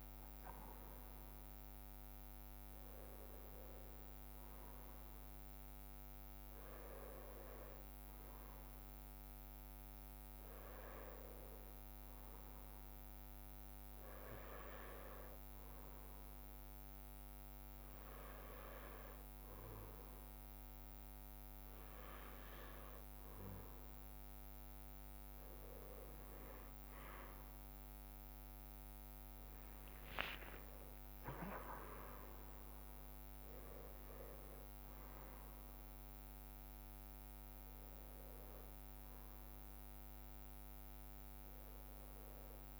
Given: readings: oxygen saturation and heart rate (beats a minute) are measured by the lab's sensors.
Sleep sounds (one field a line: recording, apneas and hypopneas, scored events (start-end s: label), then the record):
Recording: breathing in sleep by a microphone on the trachea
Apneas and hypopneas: none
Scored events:
none scored
From the record:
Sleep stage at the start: N1 (lightest sleep)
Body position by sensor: on the right side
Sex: male